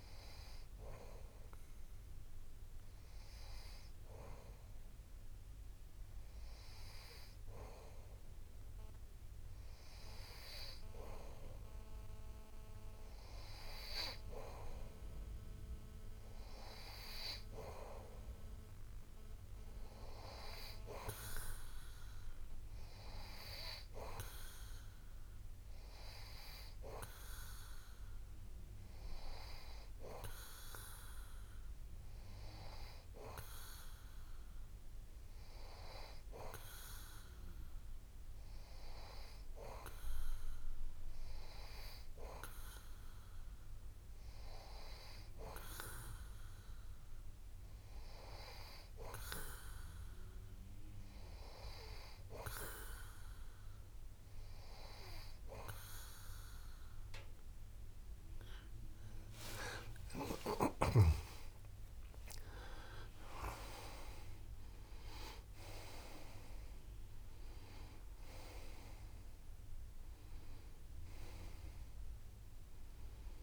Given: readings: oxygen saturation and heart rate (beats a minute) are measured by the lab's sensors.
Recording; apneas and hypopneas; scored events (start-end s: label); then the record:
breathing in sleep by a room microphone; none
60.00-64.00 s: arousal
From the record:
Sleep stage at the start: N2 (light sleep); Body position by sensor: on the back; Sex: male